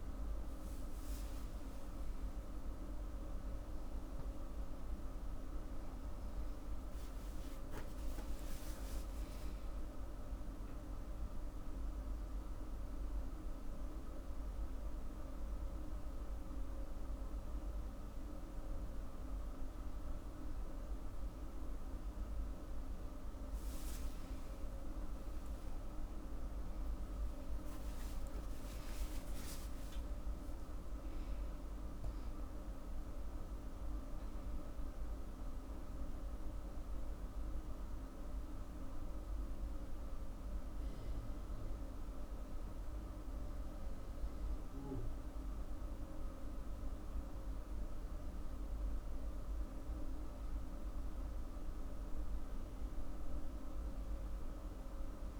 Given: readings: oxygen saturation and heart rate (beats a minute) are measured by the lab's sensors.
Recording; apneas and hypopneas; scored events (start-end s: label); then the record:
breathing in sleep, hard to hear, by a room microphone; none
3.00-8.50 s: arousal
24.50-30.00 s: arousal
From the record:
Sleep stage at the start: N1 (lightest sleep); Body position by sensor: on the back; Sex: female